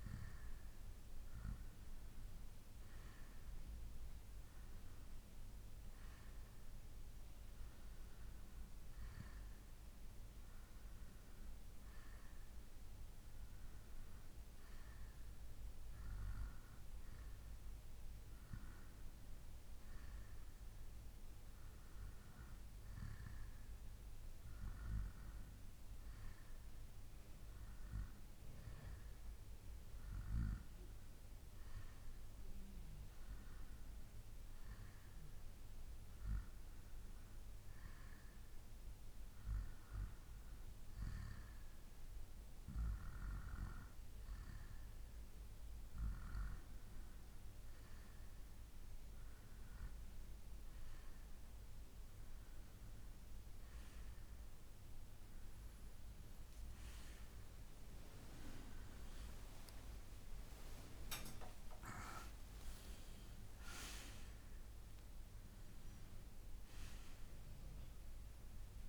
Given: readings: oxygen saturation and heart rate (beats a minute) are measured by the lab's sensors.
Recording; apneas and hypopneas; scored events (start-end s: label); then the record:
breathing in sleep by a room microphone; none
59.00-63.00 s: arousal
From the record:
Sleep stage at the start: N2 (light sleep); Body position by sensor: on the right side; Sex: male